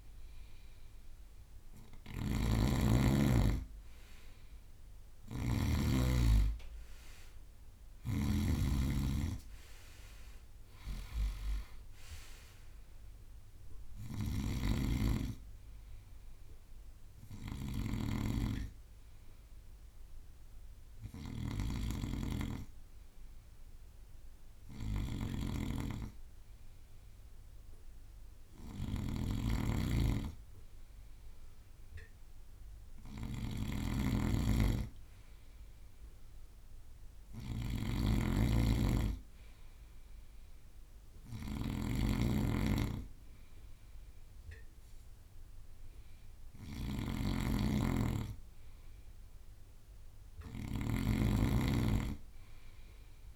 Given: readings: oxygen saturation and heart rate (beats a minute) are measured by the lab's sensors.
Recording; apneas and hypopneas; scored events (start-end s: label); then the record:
breathing in sleep by a room microphone; 1
0.00-5.50 s: bradycardia (device-marked, heart rate 54 extreme)
0.00-6.00 s: snoring (device-marked)
0.00-8.50 s: drop in pulse transit time (device-marked, heart rate 54 extreme)
8.00-53.36 s: snoring (device-marked)
12.50-23.50 s: bradycardia (device-marked, heart rate 57 before, 51 extreme)
18.00-29.50 s: hypopnea (oxygen 98% before, 94% lowest, heart rate 59 before, 54 extreme, up 25 after)
26.50-28.50 s: long interval between heartbeats (device-marked, heart rate 58 before, 64 extreme)
32.00-36.00 s: arousal
33.00-35.00 s: long interval between heartbeats (device-marked, heart rate 61 before, 77 extreme)
35.50-39.50 s: bradycardia (device-marked, heart rate 57 before, 59 extreme)
42.50-53.36 s: bradycardia (device-marked, heart rate 58 before, 55 extreme)
44.50-50.50 s: drop in pulse transit time (device-marked, heart rate 66 before, 55 extreme)
From the record:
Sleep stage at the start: N2 (light sleep); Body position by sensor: on the right side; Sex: male